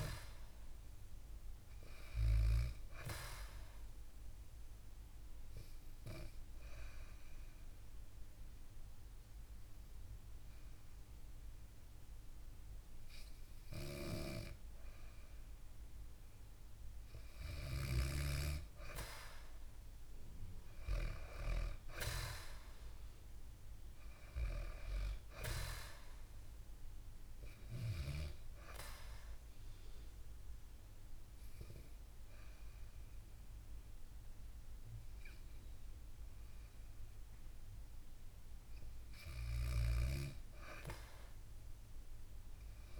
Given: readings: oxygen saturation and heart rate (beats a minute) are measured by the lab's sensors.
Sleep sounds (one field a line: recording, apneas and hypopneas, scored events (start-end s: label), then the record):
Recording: breathing in sleep by a room microphone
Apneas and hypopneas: 2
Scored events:
3.50-14.00 s: hypopnea (oxygen 97% before, 94% lowest, heart rate 65 before, 60 extreme, up 4 after)
18.00-22.00 s: arousal
28.00-38.00 s: hypopnea (oxygen 97% before, 94% lowest, heart rate 63 before, 58 extreme, up 1 after)
40.50-43.00 s: arousal
From the record:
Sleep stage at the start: N2 (light sleep)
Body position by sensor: on the back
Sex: female